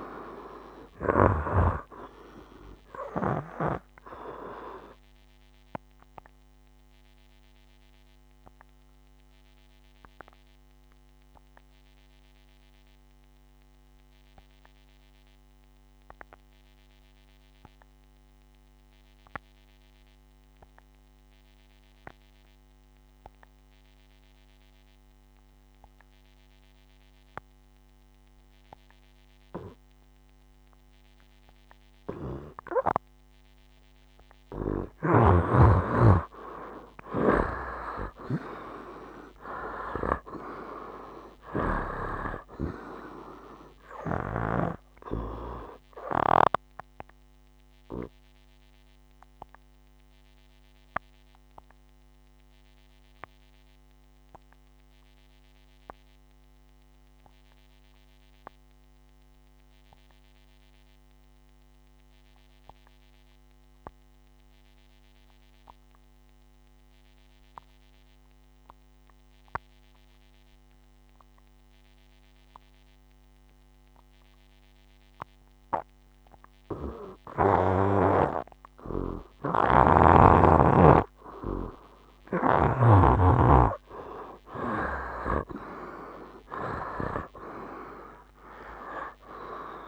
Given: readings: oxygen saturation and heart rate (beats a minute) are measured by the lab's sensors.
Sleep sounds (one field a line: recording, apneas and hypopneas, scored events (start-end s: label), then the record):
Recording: breathing in sleep by a microphone on the trachea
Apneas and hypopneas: 2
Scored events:
0.00-26.00 s: oxygen desaturation (device-marked, oxygen 76% lowest, heart rate 56 extreme)
3.50-33.00 s: obstructive apnea (oxygen 98% before, 76% lowest, heart rate 63 before, 56 extreme, up 11 after)
38.00-42.50 s: arousal
39.00-72.00 s: oxygen desaturation (device-marked, oxygen 97% before, 77% lowest, heart rate 58 before, 58 extreme)
47.50-80.00 s: obstructive apnea (oxygen 97% before, 74% lowest, heart rate 63 before, 58 extreme, up 11 after)
79.00-89.88 s: oxygen desaturation (device-marked, oxygen 97% before, 74% lowest, heart rate 59 before, 56 extreme)
79.50-83.00 s: snoring (device-marked)
85.50-89.88 s: arousal
From the record:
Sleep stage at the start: N2 (light sleep)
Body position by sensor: on the right side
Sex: male